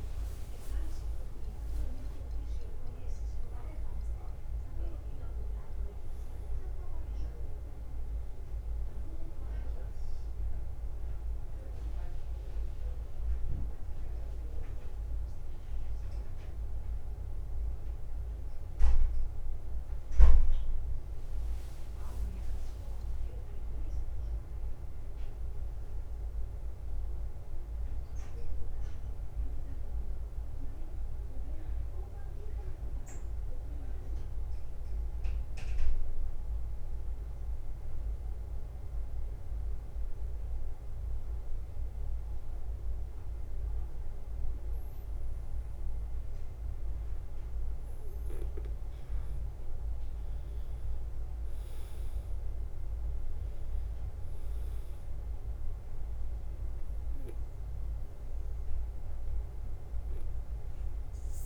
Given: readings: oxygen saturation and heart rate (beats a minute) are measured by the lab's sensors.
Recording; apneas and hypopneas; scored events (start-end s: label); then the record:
breathing in sleep, hard to hear, by a room microphone; 2
0.00-29.00 s: oxygen desaturation (device-marked, oxygen 91% lowest, heart rate 54 extreme)
0.00-61.46 s: bradycardia (device-marked, heart rate 46 extreme)
10.00-21.50 s: hypopnea (oxygen 99% before, 90% lowest, heart rate 55 before, 54 extreme, up 1 after)
24.50-28.00 s: arousal
30.50-44.00 s: obstructive apnea (oxygen 97% before, 90% lowest, heart rate 56 before, 53 extreme, up 1 after)
51.00-55.50 s: arousal
53.00-61.46 s: oxygen desaturation (device-marked, oxygen 96% before, 90% lowest, heart rate 55 before, 51 extreme)
From the record:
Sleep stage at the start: N2 (light sleep); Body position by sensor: on the back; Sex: male